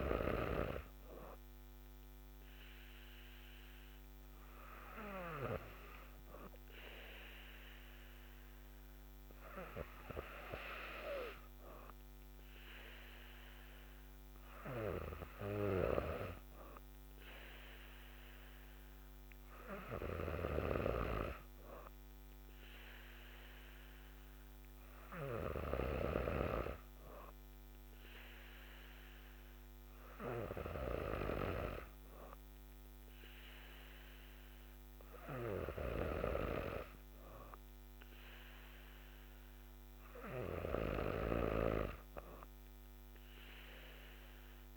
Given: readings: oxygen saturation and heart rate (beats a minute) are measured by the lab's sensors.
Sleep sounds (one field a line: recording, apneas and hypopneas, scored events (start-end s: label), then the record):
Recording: breathing in sleep by a microphone on the trachea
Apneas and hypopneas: none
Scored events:
none scored
From the record:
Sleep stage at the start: N3 (deep sleep)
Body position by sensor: on the back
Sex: female